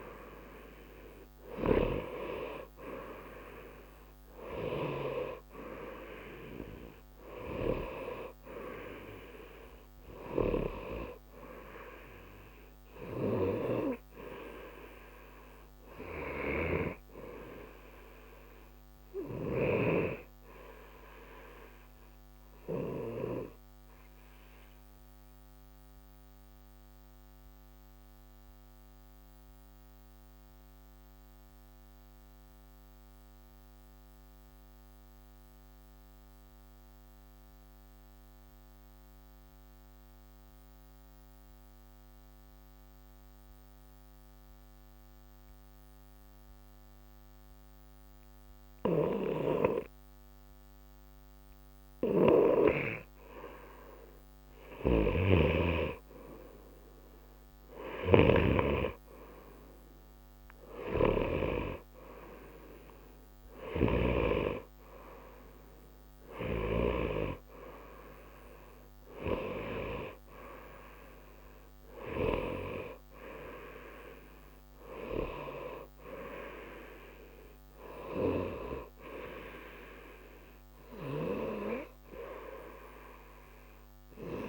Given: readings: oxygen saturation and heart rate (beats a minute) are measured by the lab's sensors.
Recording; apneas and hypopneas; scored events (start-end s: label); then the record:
breathing in sleep by a microphone on the trachea; 1
0.00-33.00 s: oxygen desaturation (device-marked, oxygen 86% lowest, heart rate 60 extreme)
22.50-52.50 s: obstructive apnea (oxygen 94% before, 86% lowest, heart rate 60 before, 60 extreme, up 1 after)
54.50-58.50 s: arousal
55.00-84.49 s: oxygen desaturation (device-marked, oxygen 96% before, 88% lowest, heart rate 60 before, 60 extreme)
From the record:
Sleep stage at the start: N2 (light sleep); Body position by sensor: on the right side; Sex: male